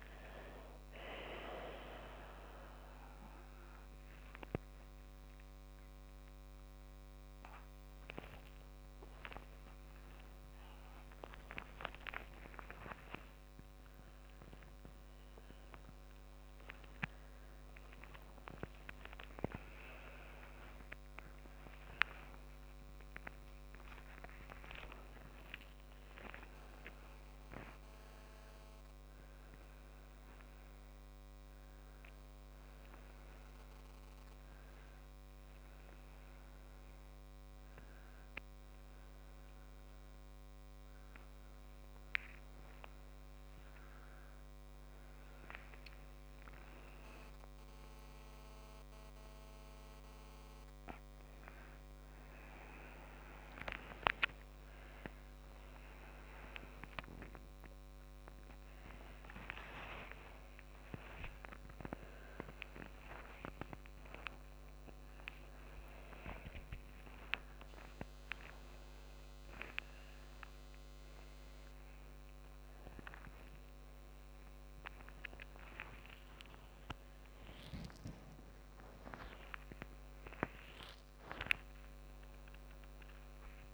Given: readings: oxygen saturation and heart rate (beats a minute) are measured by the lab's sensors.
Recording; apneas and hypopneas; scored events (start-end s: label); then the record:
a person awake in a sleep study, by a microphone on the trachea; none
none scored
From the record:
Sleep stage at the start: awake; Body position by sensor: on the right side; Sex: female